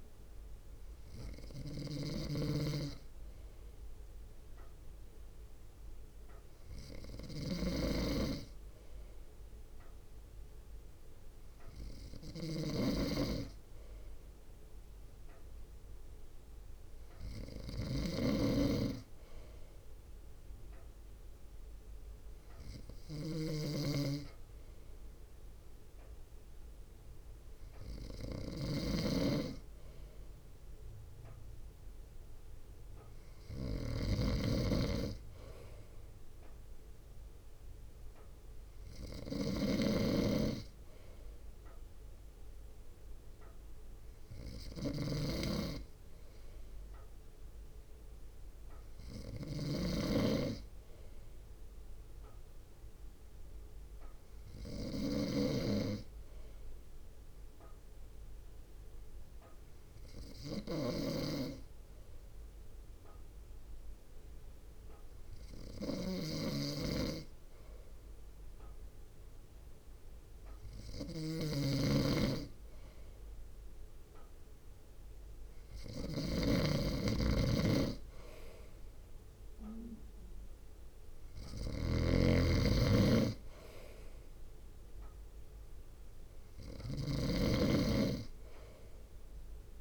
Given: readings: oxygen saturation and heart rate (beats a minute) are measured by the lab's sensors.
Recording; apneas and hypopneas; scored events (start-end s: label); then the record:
breathing in sleep by a room microphone; none
0.00-89.81 s: snoring (device-marked)
27.00-45.00 s: drop in pulse transit time (device-marked, heart rate 56 before, 52 extreme)
77.00-89.81 s: drop in pulse transit time (device-marked, heart rate 57 before, 53 extreme)
From the record:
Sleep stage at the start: N2 (light sleep); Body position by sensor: on the front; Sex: male